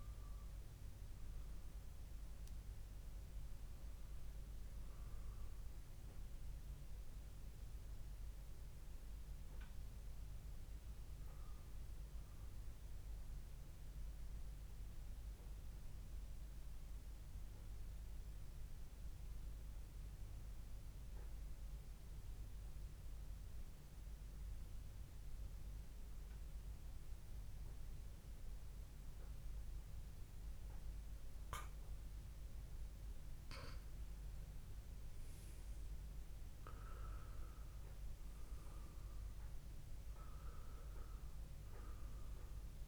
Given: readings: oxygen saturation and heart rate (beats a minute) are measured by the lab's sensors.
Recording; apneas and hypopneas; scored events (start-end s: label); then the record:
breathing in sleep, hard to hear, by a room microphone; 1
6.00-10.00 s: arousal
14.00-31.00 s: central apnea (oxygen 99% before, 95% lowest, heart rate 65 before, 59 extreme, up 1 after)
33.00-37.00 s: arousal
34.00-42.88 s: oxygen desaturation (device-marked, oxygen 98% before, 95% lowest, heart rate 69 before, 59 extreme)
From the record:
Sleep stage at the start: N2 (light sleep); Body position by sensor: on the back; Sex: male